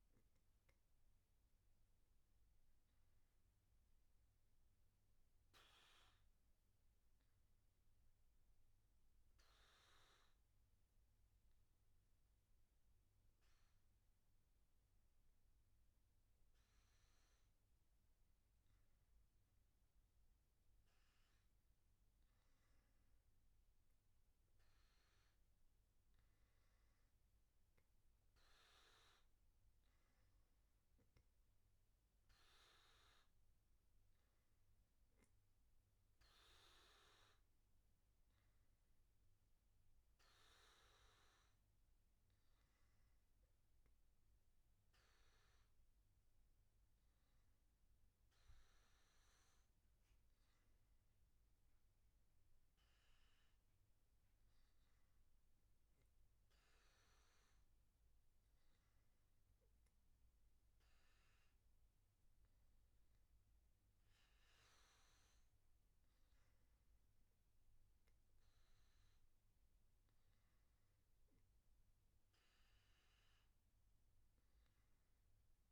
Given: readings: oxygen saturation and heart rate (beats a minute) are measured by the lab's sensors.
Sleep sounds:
breathing in sleep, hard to hear, by a room microphone; none
none scored
From the record:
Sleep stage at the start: N1 (lightest sleep); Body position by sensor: on the back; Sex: male

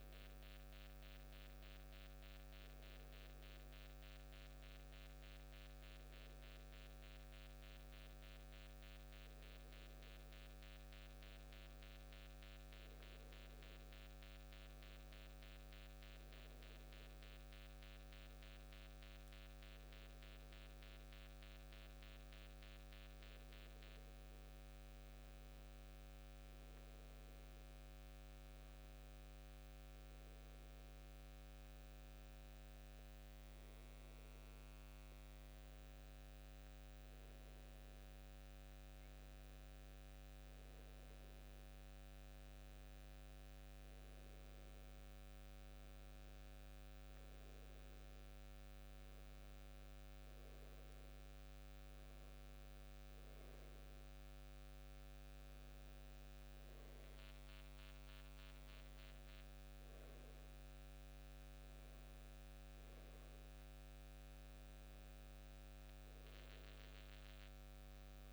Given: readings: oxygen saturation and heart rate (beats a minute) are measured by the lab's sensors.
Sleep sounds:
breathing in sleep, hard to hear, by a microphone on the trachea; none
none scored
From the record:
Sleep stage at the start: N2 (light sleep); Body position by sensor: on the back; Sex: male

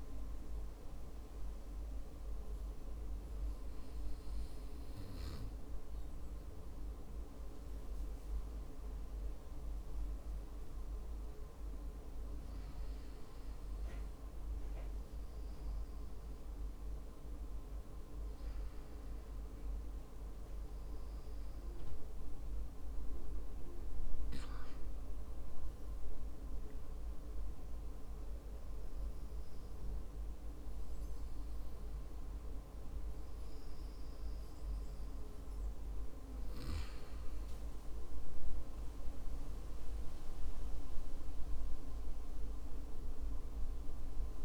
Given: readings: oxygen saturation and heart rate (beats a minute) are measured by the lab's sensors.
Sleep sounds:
breathing in sleep, hard to hear, by a room microphone; 1
23.00-36.00 s: hypopnea (oxygen 95% before, 94% lowest, heart rate 59 before, 51 extreme, up 14 after)
38.50-42.50 s: arousal
From the record:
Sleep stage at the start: N2 (light sleep); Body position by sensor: on the back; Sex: male

